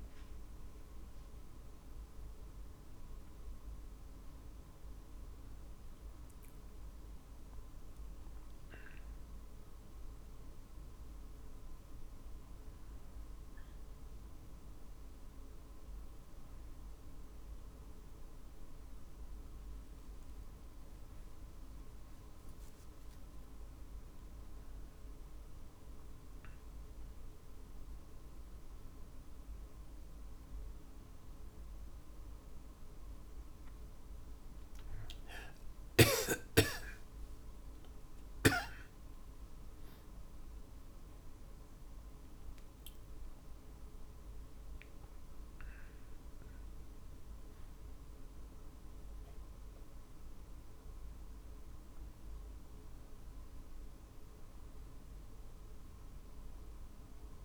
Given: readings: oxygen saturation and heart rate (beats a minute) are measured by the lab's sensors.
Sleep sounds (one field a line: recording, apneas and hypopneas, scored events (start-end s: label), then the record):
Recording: breathing in sleep, hard to hear, by a room microphone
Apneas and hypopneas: none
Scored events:
0.00-16.00 s: drop in pulse transit time (device-marked, heart rate 48 before, 50 extreme)
25.00-57.45 s: new sleep stage, N1 (lightest sleep)
30.00-54.00 s: drop in pulse transit time (device-marked, heart rate 53 before, 51 extreme)
38.00-42.50 s: arousal
From the record:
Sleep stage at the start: N2 (light sleep)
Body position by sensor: on the back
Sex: male